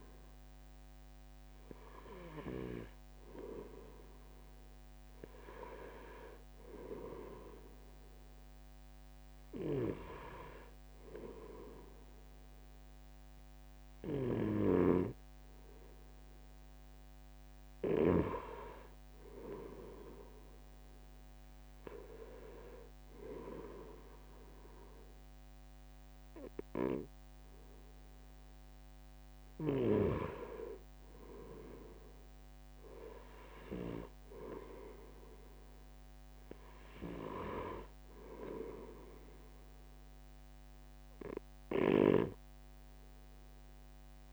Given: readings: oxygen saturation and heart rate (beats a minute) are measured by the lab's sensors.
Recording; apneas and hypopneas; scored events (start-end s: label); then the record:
breathing in sleep by a microphone on the trachea; none
0.00-1.00 s: drop in pulse transit time (device-marked, heart rate 70 extreme)
0.00-13.00 s: oxygen desaturation (device-marked, oxygen 92% lowest, heart rate 64 extreme)
29.00-39.00 s: drop in pulse transit time (device-marked, heart rate 65 before, 66 extreme)
From the record:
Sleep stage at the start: N2 (light sleep); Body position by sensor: on the right side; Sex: male